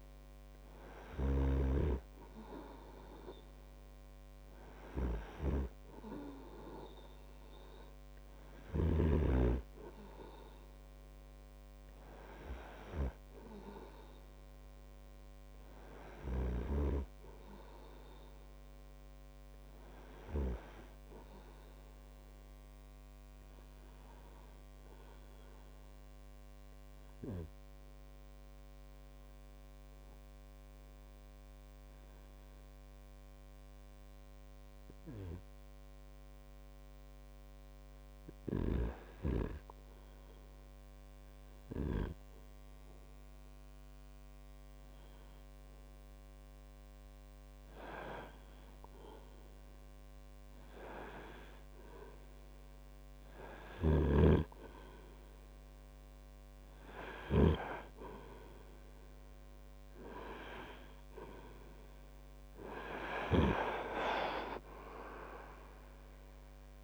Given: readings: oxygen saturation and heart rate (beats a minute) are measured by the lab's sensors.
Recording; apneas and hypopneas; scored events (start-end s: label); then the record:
breathing in sleep by a microphone on the trachea; 1
0.00-2.00 s: snoring (device-marked)
26.00-47.00 s: hypopnea (oxygen 98% before, 93% lowest)
38.50-42.50 s: snoring (device-marked)
40.50-66.84 s: new sleep stage, REM sleep
50.00-53.00 s: arousal
54.00-64.00 s: snoring (device-marked)
54.50-66.84 s: oxygen desaturation (device-marked, oxygen 98% before, 93% lowest)
From the record:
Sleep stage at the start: N2 (light sleep); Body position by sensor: on the right side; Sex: male